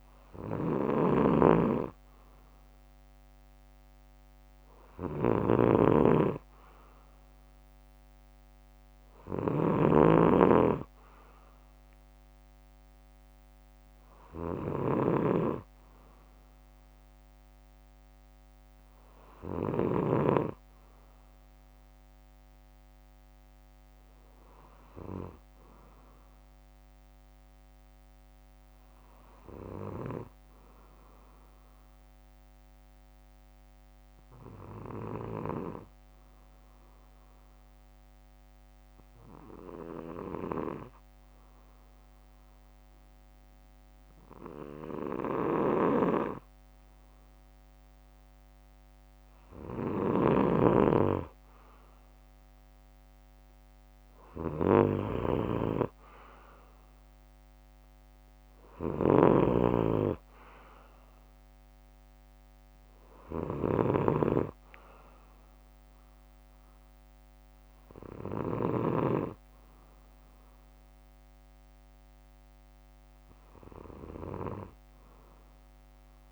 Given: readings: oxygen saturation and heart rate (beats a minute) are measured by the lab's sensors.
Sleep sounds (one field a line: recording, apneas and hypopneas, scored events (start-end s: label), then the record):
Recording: breathing in sleep by a microphone on the trachea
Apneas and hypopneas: 1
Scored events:
0.50-20.00 s: snoring (device-marked)
32.50-45.00 s: obstructive apnea (oxygen 94% before, 93% lowest, heart rate 63 before, 53 extreme, up 8 after)
48.50-52.00 s: arousal
58.50-69.00 s: snoring (device-marked)
65.50-71.50 s: bradycardia (device-marked, heart rate 65 before, 53 extreme)
72.00-75.50 s: arousal
From the record:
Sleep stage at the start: N2 (light sleep)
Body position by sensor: on the back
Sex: male